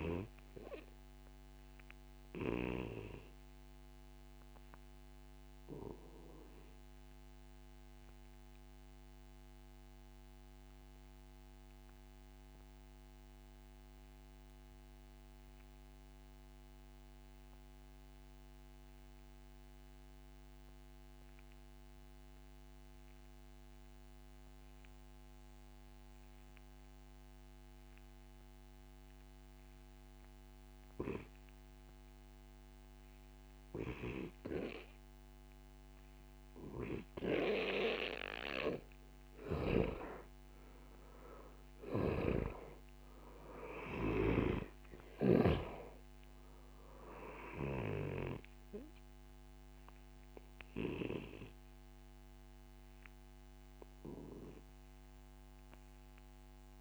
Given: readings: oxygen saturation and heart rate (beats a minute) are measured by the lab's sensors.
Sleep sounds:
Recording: a person partly awake in a sleep study, by a microphone on the trachea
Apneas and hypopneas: 1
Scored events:
0.00-18.50 s: oxygen desaturation (device-marked, oxygen 90% lowest, heart rate 39 extreme)
4.00-36.00 s: obstructive apnea (heart rate 53 before, 26 extreme)
41.50-45.50 s: snoring (device-marked)
41.50-56.81 s: new sleep stage, awake
From the record:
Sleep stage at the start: N2 (light sleep)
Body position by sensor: on the back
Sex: male

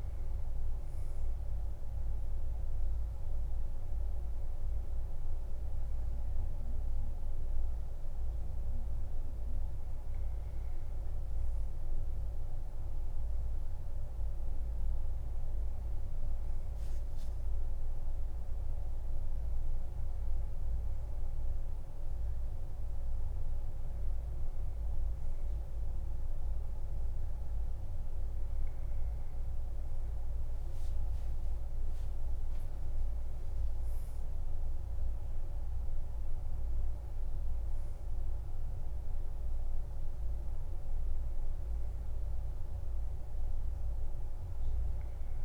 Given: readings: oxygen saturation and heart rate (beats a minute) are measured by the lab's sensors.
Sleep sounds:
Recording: a person partly awake in a sleep study, hard to hear, by a room microphone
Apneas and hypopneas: none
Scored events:
19.50-45.45 s: new sleep stage, N1 (lightest sleep)
From the record:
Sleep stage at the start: awake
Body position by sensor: on the back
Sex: male

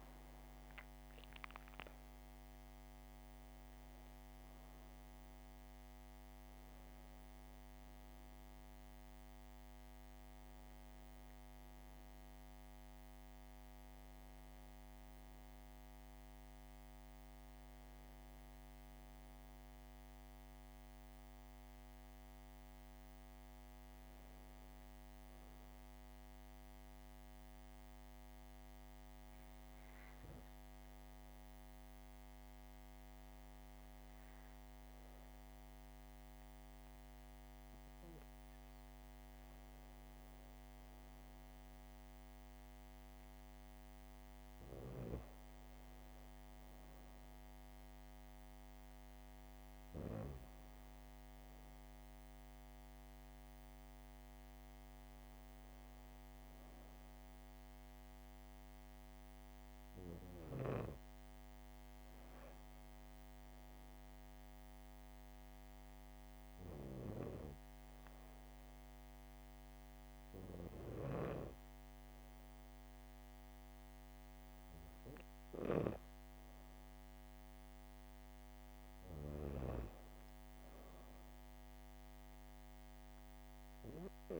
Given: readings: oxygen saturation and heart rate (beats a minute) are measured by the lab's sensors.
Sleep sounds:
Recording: breathing in sleep by a microphone on the trachea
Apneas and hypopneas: 1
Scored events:
0.00-8.50 s: oxygen desaturation (device-marked, oxygen 91% lowest, heart rate 70 extreme)
16.00-19.50 s: arousal
23.00-35.50 s: hypopnea (oxygen 96% before, 95% lowest, heart rate 74 before, 67 extreme)
37.50-41.00 s: arousal
From the record:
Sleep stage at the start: N2 (light sleep)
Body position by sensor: on the back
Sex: female

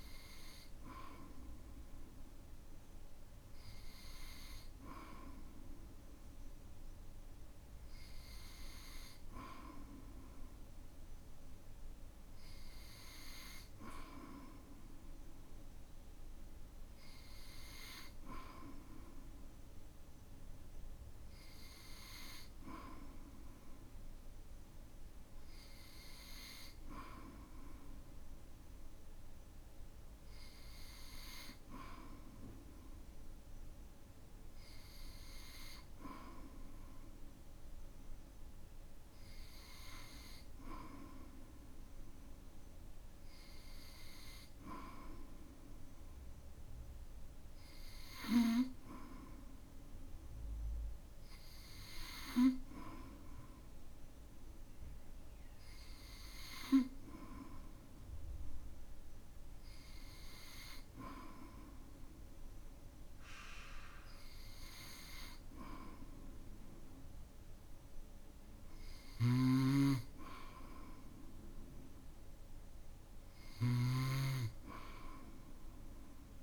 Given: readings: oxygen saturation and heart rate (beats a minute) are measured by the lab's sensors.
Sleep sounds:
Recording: breathing in sleep by a room microphone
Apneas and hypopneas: none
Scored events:
18.50-20.50 s: long interval between heartbeats (device-marked, heart rate 59 before, 59 extreme)
42.00-44.00 s: long interval between heartbeats (device-marked, heart rate 58 before, 60 extreme)
69.00-74.00 s: snoring (device-marked)
From the record:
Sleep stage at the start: N2 (light sleep)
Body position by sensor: on the back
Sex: male

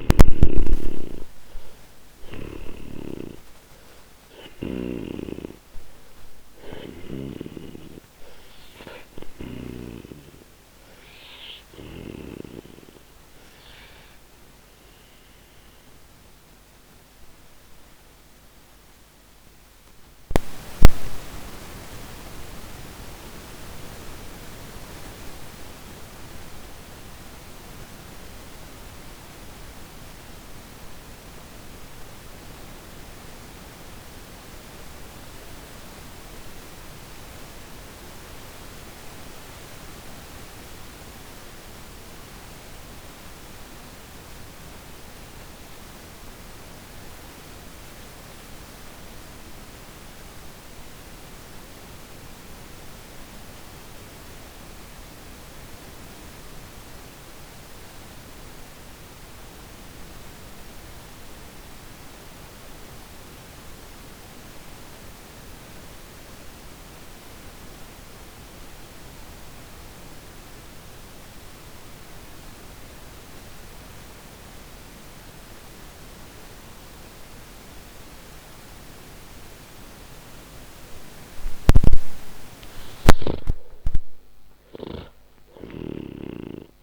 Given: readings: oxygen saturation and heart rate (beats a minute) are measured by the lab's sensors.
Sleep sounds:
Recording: breathing in sleep by a microphone on the trachea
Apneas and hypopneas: 1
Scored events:
0.00-1.50 s: arousal
0.00-49.50 s: oxygen desaturation (device-marked, oxygen 77% lowest, heart rate 100 extreme)
15.00-82.00 s: mixed apnea (oxygen 97% before, 77% lowest, heart rate 151 before, 50 extreme, up 24 after)
75.50-86.83 s: oxygen desaturation (device-marked, oxygen 98% before, 77% lowest, heart rate 149 before, 50 extreme)
83.00-86.83 s: arousal
From the record:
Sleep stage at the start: N2 (light sleep)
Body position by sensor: on the back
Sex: male

